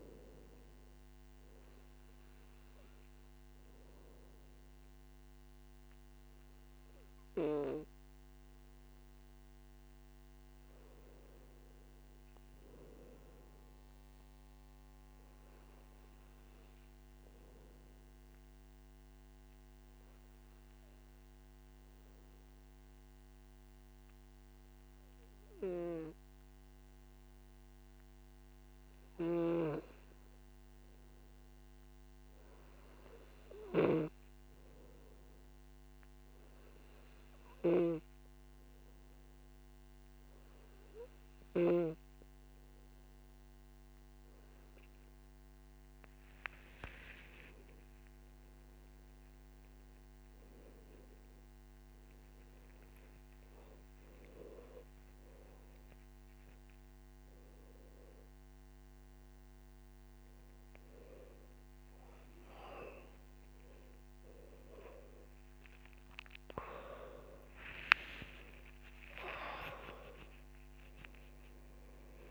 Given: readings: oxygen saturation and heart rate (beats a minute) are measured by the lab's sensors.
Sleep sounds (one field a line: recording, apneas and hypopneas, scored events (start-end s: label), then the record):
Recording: a person partly awake in a sleep study, by a microphone on the trachea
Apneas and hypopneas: 1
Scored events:
0.00-9.00 s: oxygen desaturation (device-marked, oxygen 98% before, 95% lowest, heart rate 59 before, 52 extreme)
19.50-30.00 s: hypopnea (oxygen 98% before, 92% lowest, heart rate 62 before, 52 extreme, up 12 after)
37.00-67.00 s: new sleep stage, awake
47.50-49.50 s: long interval between heartbeats (device-marked, heart rate 60 before, 73 extreme)
52.00-59.00 s: oxygen desaturation (device-marked, oxygen 96% before, 92% lowest, heart rate 65 before, 83 extreme)
56.00-58.00 s: long interval between heartbeats (device-marked, heart rate 70 before, 110 extreme)
66.50-68.50 s: long interval between heartbeats (device-marked, heart rate 90 before, 94 extreme)
67.00-72.31 s: new sleep stage, N1 (lightest sleep)
68.50-70.50 s: long interval between heartbeats (device-marked, heart rate 92 before, 103 extreme)
From the record:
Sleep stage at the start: N2 (light sleep)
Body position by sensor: on the back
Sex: male